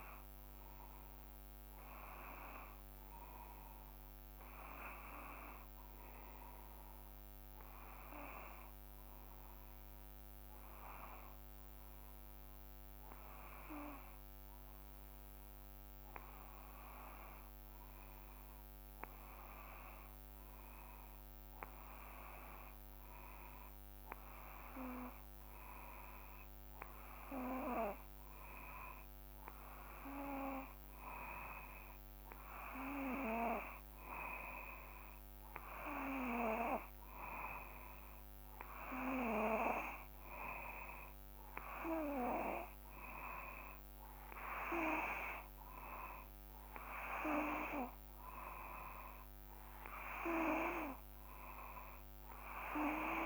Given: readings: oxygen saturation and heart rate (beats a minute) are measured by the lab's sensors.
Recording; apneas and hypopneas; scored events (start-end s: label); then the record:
breathing in sleep by a microphone on the trachea; 1
5.50-25.50 s: obstructive apnea (oxygen 94% before, 92% lowest, heart rate 57 before, 55 extreme, up 2 after)
28.00-31.50 s: arousal
From the record:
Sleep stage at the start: N2 (light sleep); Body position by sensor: on the back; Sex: male